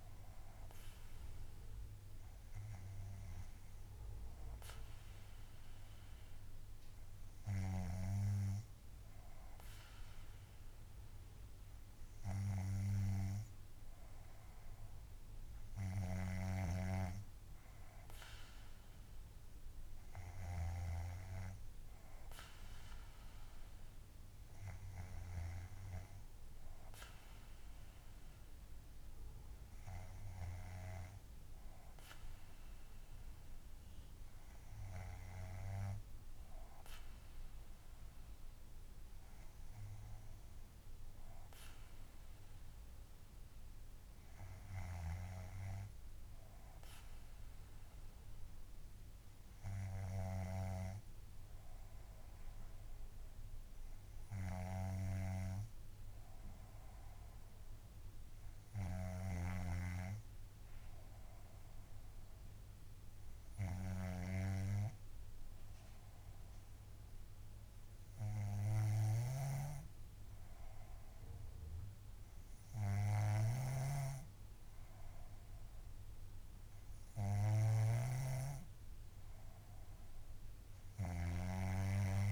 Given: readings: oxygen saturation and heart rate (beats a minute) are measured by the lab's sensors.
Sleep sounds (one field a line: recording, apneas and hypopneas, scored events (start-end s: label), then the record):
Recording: breathing in sleep by a room microphone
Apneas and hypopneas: none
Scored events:
16.00-26.00 s: snoring (device-marked)
59.00-82.32 s: snoring (device-marked)
From the record:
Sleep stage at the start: N2 (light sleep)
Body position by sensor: on the back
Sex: female